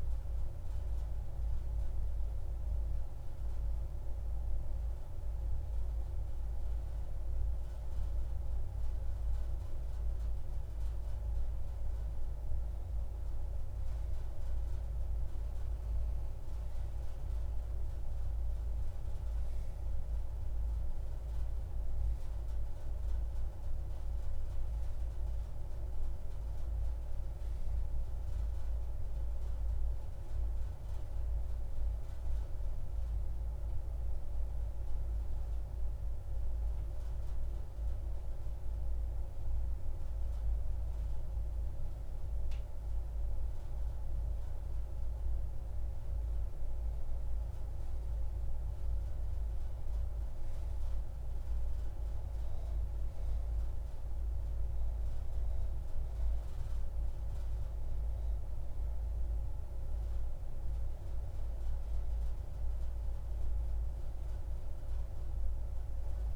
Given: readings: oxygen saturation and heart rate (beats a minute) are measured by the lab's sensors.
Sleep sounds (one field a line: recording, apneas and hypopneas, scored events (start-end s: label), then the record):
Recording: breathing in sleep, hard to hear, by a room microphone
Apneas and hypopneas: none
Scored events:
none scored
From the record:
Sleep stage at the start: N1 (lightest sleep)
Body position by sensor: on the back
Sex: male